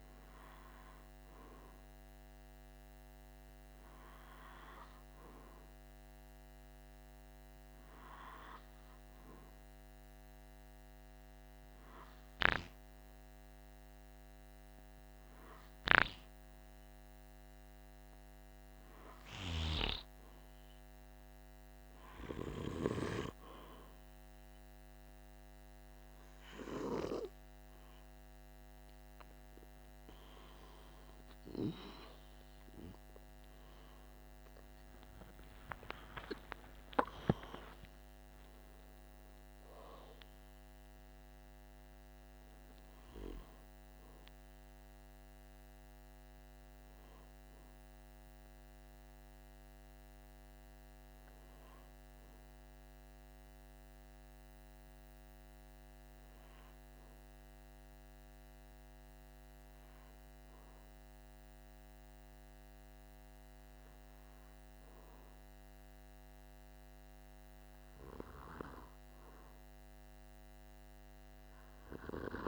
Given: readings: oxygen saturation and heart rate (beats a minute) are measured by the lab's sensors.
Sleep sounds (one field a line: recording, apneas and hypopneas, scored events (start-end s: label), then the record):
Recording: breathing in sleep by a microphone on the trachea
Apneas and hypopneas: 1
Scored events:
33.50-38.00 s: arousal
56.50-68.00 s: hypopnea (oxygen 96% before, 94% lowest, heart rate 51 before, 47 extreme, up 1 after)
70.00-72.48 s: arousal
From the record:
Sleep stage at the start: N2 (light sleep)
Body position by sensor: on the back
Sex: male